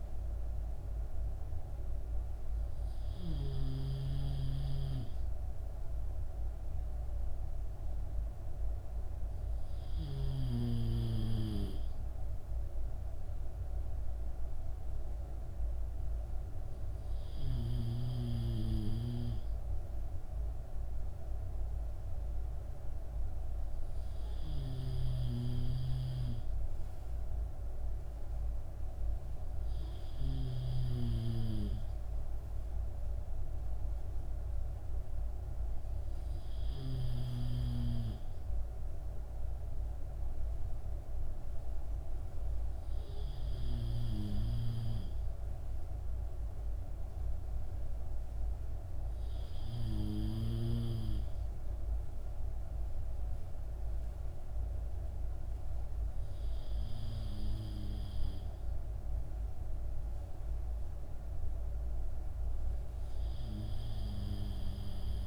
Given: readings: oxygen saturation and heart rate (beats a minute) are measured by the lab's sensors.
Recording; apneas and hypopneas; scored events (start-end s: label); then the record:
breathing in sleep by a room microphone; none
none scored
From the record:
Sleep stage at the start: N3 (deep sleep); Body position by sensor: on the back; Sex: male